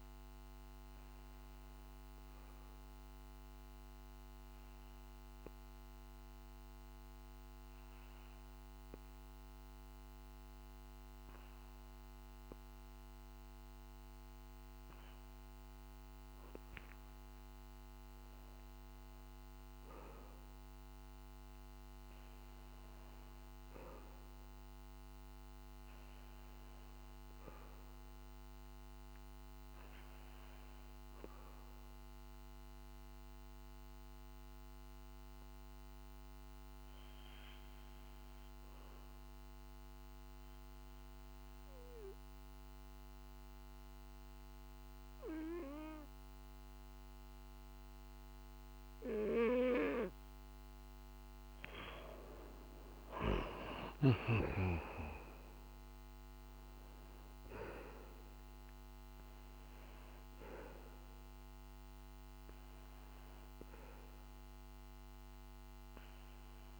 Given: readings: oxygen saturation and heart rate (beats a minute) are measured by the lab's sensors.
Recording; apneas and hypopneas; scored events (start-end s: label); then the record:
breathing in sleep by a microphone on the trachea; 2
1.50-15.50 s: hypopnea (oxygen 94% before, 92% lowest, heart rate 54 before, 48 extreme, up 4 after)
17.50-22.50 s: arousal
34.00-49.50 s: hypopnea (oxygen 98% before, 93% lowest, heart rate 50 before, 49 extreme, up 10 after)
From the record:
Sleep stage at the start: N2 (light sleep); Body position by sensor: on the back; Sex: male